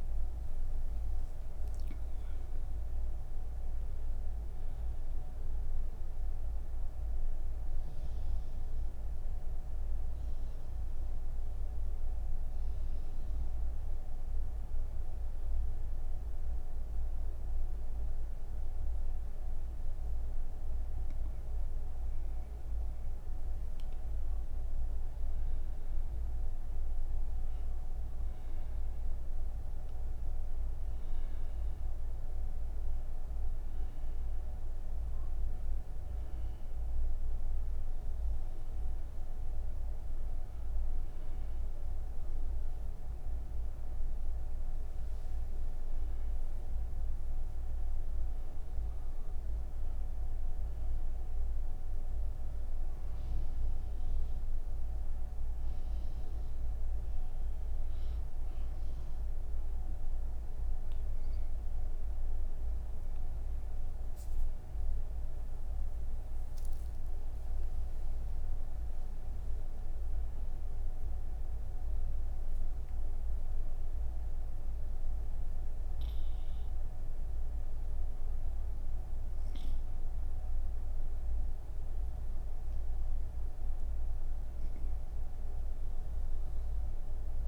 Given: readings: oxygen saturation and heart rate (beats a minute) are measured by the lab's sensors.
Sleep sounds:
breathing in sleep, hard to hear, by a room microphone; none
28.00-87.48 s: new sleep stage, N2 (light sleep)
32.00-71.00 s: oxygen desaturation (device-marked, oxygen 98% before, 90% lowest)
From the record:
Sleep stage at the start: N3 (deep sleep); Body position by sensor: on the right side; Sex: female

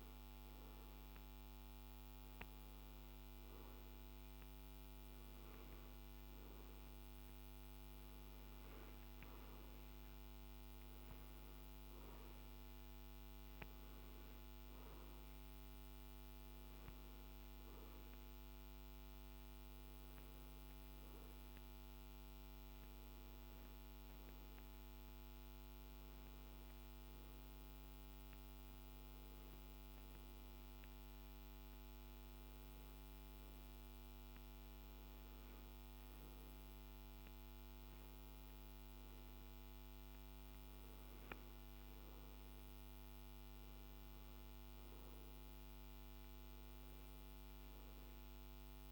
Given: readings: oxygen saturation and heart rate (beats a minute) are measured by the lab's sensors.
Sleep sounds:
breathing in sleep, hard to hear, by a microphone on the trachea; none
0.00-14.00 s: oxygen desaturation (device-marked, oxygen 94% lowest, heart rate 70 extreme)
From the record:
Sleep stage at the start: N1 (lightest sleep); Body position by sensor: on the back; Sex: male

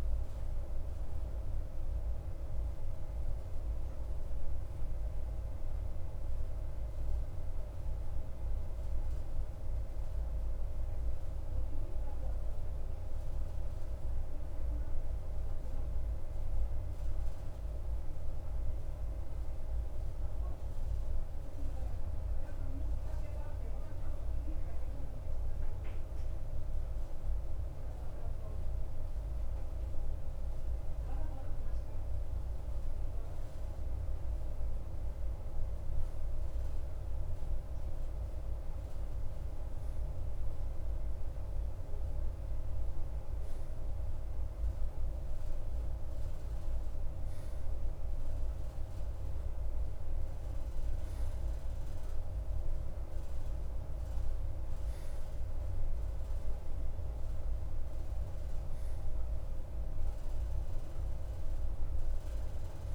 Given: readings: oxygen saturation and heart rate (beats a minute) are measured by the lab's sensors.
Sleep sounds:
breathing in sleep, hard to hear, by a room microphone; 1
6.50-28.50 s: obstructive apnea (oxygen 93% before, 92% lowest, heart rate 56 before, 52 extreme, up 2 after)
30.50-34.00 s: arousal
45.50-62.50 s: oxygen desaturation (device-marked, oxygen 96% before, 93% lowest, heart rate 53 before, 52 extreme)
From the record:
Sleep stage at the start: N2 (light sleep); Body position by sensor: on the right side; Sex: male

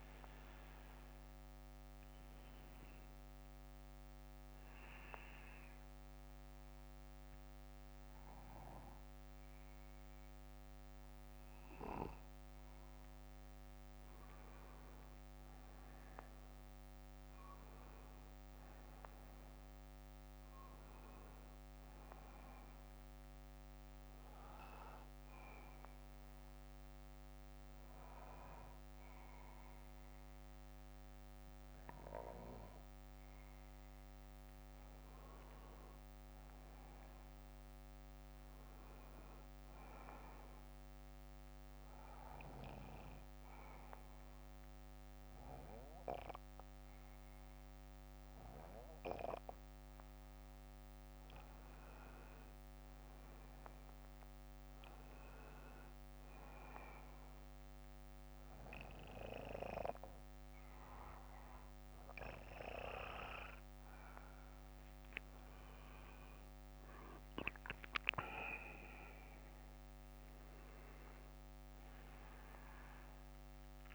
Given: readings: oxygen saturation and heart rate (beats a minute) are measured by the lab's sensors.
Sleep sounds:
breathing in sleep by a microphone on the trachea; 3
1.50-10.50 s: bradycardia (device-marked, heart rate 65 before, 53 extreme)
6.00-16.50 s: mixed apnea (oxygen 94% before, 92% lowest, heart rate 68 before, 48 extreme, up 17 after)
19.00-23.00 s: arousal
23.50-34.50 s: bradycardia (device-marked, heart rate 65 before, 48 extreme)
25.00-36.00 s: obstructive apnea (oxygen 95% before, 92% lowest, heart rate 61 before, 48 extreme, up 19 after)
38.00-41.50 s: arousal
45.50-49.50 s: bradycardia (device-marked, heart rate 65 before, 53 extreme)
56.00-67.00 s: obstructive apnea (oxygen 95% before, 92% lowest, heart rate 61 before, 50 extreme, up 17 after)
56.50-58.50 s: bradycardia (device-marked, heart rate 65 before, 61 extreme)
59.50-63.50 s: bradycardia (device-marked, heart rate 65 before, 58 extreme)
67.50-71.50 s: arousal
From the record:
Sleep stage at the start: N2 (light sleep); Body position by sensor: on the back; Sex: male

